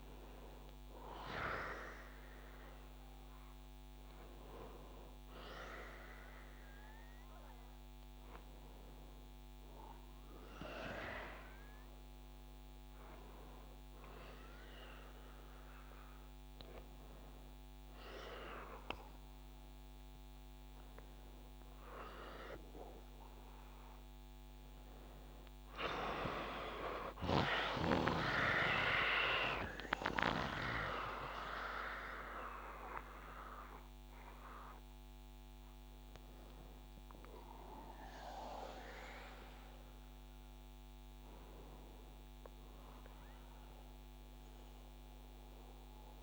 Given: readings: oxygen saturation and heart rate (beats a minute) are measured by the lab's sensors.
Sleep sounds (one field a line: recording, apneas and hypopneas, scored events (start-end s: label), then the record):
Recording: a person awake in a sleep study, by a microphone on the trachea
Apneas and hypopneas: none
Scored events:
none scored
From the record:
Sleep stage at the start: awake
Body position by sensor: on the back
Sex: male